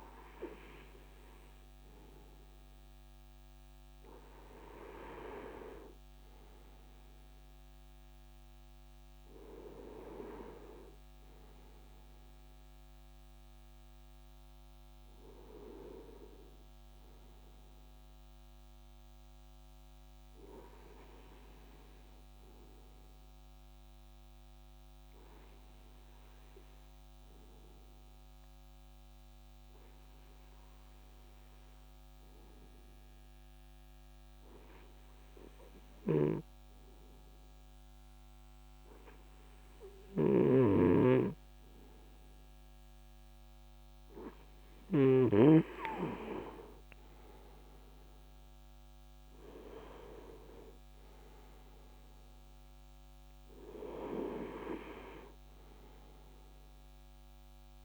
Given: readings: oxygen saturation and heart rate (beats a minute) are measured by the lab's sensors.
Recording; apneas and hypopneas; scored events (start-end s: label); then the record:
breathing in sleep by a microphone on the trachea; 1
4.00-9.00 s: arousal
22.50-41.50 s: obstructive apnea (oxygen 97% before, 96% lowest)
46.00-51.00 s: arousal
From the record:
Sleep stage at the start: N2 (light sleep); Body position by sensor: on the right side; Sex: male